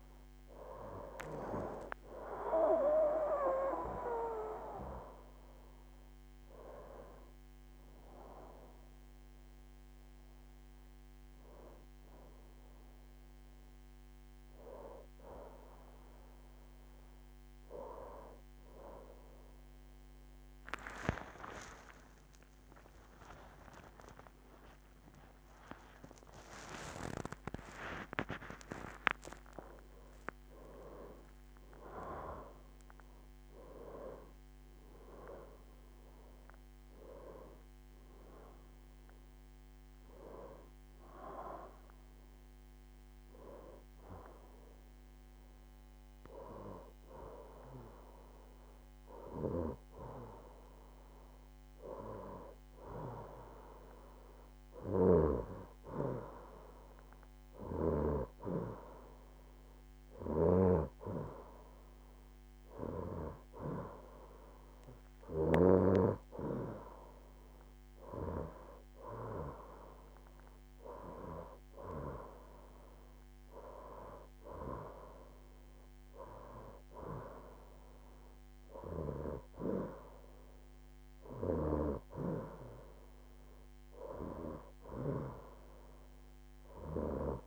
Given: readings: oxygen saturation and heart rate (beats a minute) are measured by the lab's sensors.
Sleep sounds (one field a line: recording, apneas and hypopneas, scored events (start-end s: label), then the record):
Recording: breathing in sleep by a microphone on the trachea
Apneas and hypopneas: none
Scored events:
11.00-71.00 s: new sleep stage, N1 (lightest sleep)
22.00-29.00 s: arousal
71.00-87.47 s: new sleep stage, N2 (light sleep)
From the record:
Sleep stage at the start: N2 (light sleep)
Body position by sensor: on the right side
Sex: female